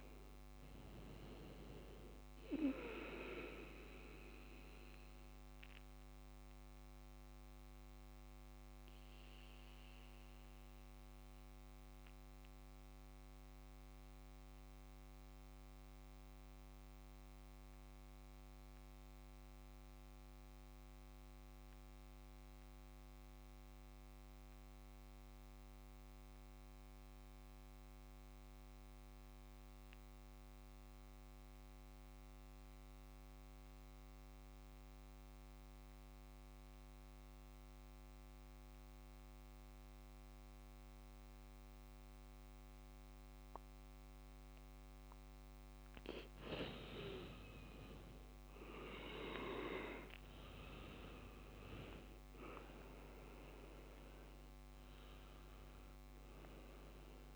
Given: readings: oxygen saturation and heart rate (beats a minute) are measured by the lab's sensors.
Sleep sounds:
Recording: breathing in sleep by a microphone on the trachea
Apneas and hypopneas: 1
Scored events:
0.00-6.50 s: oxygen desaturation (device-marked, oxygen 93% lowest, heart rate 57 extreme)
5.00-44.50 s: obstructive apnea (oxygen 99% before, 93% lowest, heart rate 61 before, 55 extreme, up 3 after)
41.50-57.35 s: oxygen desaturation (device-marked, oxygen 99% before, 94% lowest, heart rate 62 before, 57 extreme)
47.00-51.50 s: arousal
From the record:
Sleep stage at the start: N2 (light sleep)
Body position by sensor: on the back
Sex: male

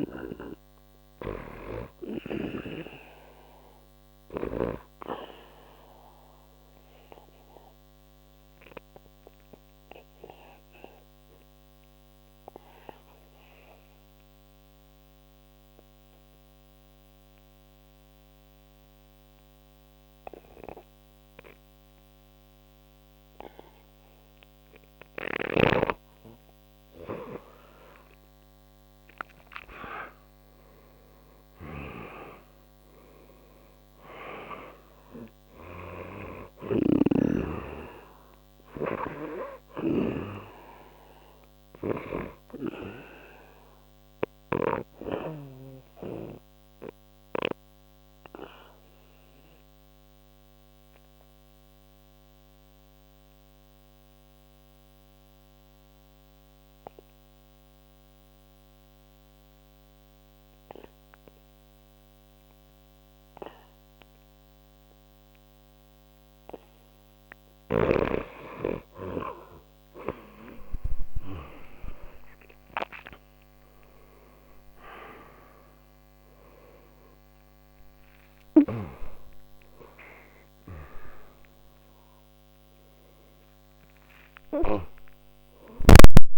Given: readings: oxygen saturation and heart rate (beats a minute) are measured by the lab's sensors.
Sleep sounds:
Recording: breathing in sleep by a microphone on the trachea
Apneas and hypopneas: 2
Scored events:
0.00-17.00 s: oxygen desaturation (device-marked, oxygen 89% lowest, heart rate 60 extreme)
6.00-25.50 s: obstructive apnea (oxygen 98% before, 89% lowest, heart rate 63 before, 60 extreme, up 3 after)
27.00-31.50 s: arousal
28.00-57.00 s: oxygen desaturation (device-marked, oxygen 98% before, 90% lowest, heart rate 62 before, 60 extreme)
44.00-66.50 s: obstructive apnea (oxygen 98% before, 89% lowest, heart rate 62 before, 60 extreme, up 11 after)
69.50-74.50 s: arousal
71.00-86.38 s: oxygen desaturation (device-marked, oxygen 97% before, 89% lowest, heart rate 62 before, 61 extreme)
From the record:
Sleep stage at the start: N2 (light sleep)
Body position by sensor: on the back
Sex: male

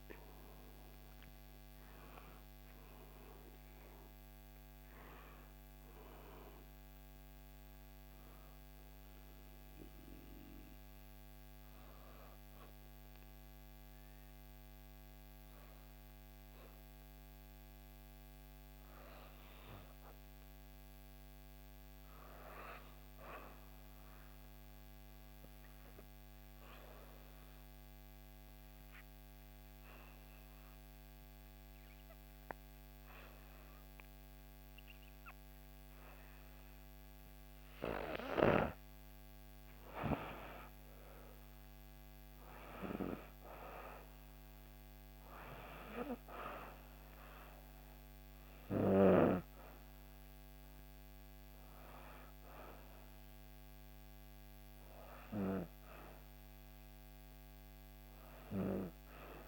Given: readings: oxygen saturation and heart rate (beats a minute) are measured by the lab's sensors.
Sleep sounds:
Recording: breathing in sleep by a microphone on the trachea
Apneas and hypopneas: 1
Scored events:
24.00-38.00 s: obstructive apnea (oxygen 96% before, 89% lowest, heart rate 68 before, 63 extreme, up 4 after)
26.50-59.48 s: oxygen desaturation (device-marked, oxygen 96% before, 89% lowest, heart rate 67 before, 63 extreme)
39.50-43.00 s: arousal
From the record:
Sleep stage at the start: N2 (light sleep)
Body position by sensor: on the back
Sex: female

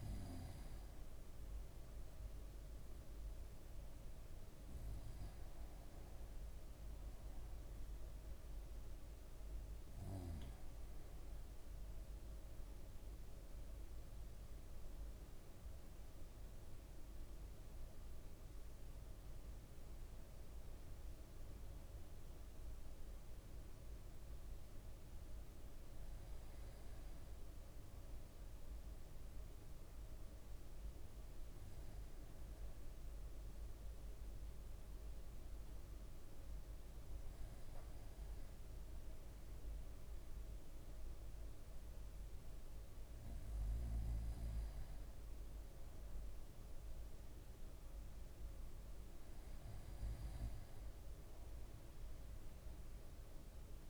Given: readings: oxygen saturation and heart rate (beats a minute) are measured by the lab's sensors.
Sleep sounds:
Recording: breathing in sleep, hard to hear, by a room microphone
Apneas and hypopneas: none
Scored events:
none scored
From the record:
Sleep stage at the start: N2 (light sleep)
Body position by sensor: on the right side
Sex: male

